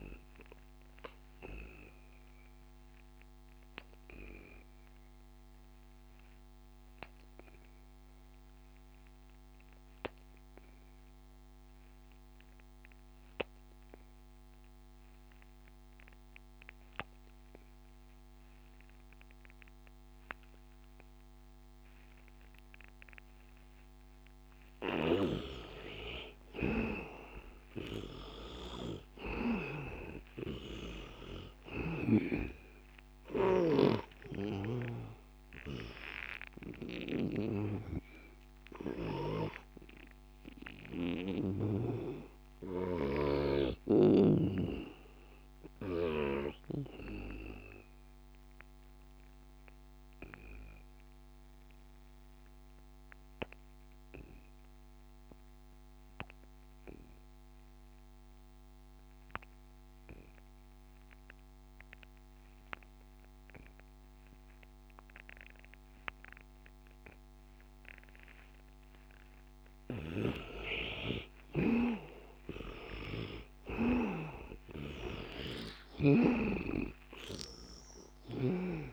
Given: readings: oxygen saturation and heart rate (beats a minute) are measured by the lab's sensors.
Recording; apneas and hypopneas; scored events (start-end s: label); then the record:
breathing in sleep by a microphone on the trachea; 2
0.00-13.00 s: oxygen desaturation (device-marked, oxygen 74% lowest, heart rate 79 extreme)
0.50-24.50 s: obstructive apnea (oxygen 100% before, 74% lowest, heart rate 84 before, 85 extreme, up 9 after)
23.00-49.00 s: oxygen desaturation (device-marked, oxygen 100% before, 79% lowest, heart rate 88 before, 81 extreme)
25.00-32.50 s: snoring (device-marked)
26.50-30.50 s: arousal
34.50-43.50 s: snoring (device-marked)
39.50-69.50 s: obstructive apnea (oxygen 100% before, 77% lowest, heart rate 91 before, 81 extreme, up 11 after)
64.00-78.93 s: oxygen desaturation (device-marked, oxygen 99% before, 77% lowest, heart rate 89 before, 82 extreme)
70.00-76.50 s: snoring (device-marked)
73.50-77.00 s: arousal
From the record:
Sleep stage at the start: N2 (light sleep); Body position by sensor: on the back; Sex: male